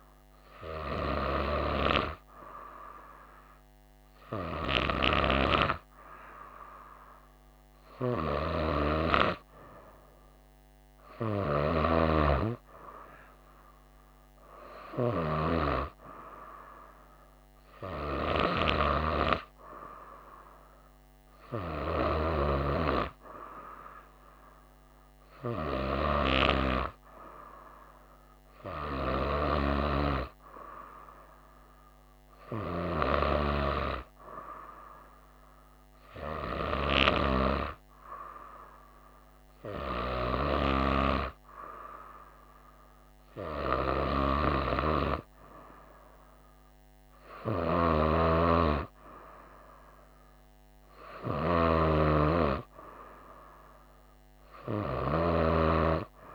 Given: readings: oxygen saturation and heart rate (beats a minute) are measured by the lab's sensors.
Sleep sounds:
breathing in sleep by a microphone on the trachea; none
none scored
From the record:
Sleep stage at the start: N2 (light sleep); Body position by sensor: on the right side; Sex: female

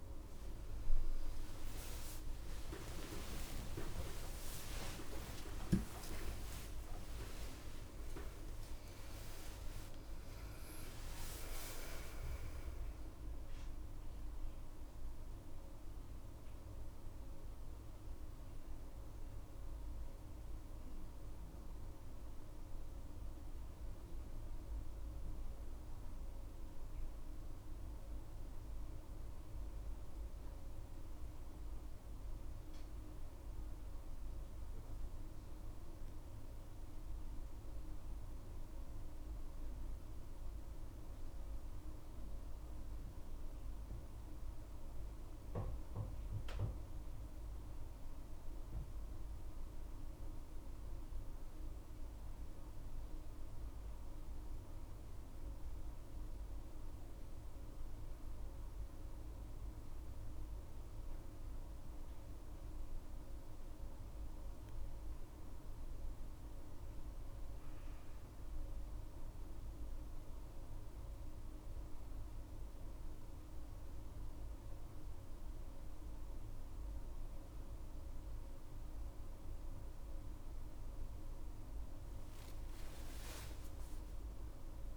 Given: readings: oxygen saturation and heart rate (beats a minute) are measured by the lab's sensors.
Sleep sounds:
a person awake in a sleep study, by a room microphone; none
none scored
From the record:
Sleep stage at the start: awake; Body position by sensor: on the back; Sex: female

